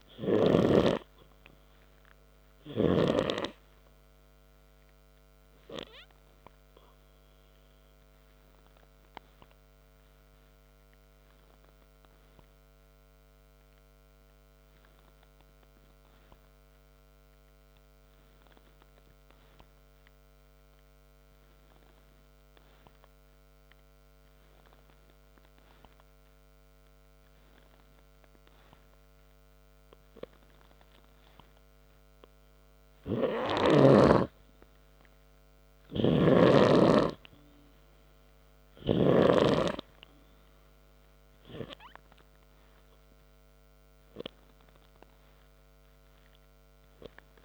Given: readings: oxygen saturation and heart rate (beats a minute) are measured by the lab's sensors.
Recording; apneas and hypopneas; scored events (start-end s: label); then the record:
breathing in sleep by a microphone on the trachea; 1
0.00-1.50 s: snoring (device-marked)
11.00-31.50 s: obstructive apnea (oxygen 97% before, 93% lowest, heart rate 68 before, 60 extreme, up 1 after)
35.50-38.50 s: arousal
36.50-40.00 s: snoring (device-marked)
From the record:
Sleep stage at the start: N3 (deep sleep); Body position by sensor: on the back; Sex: male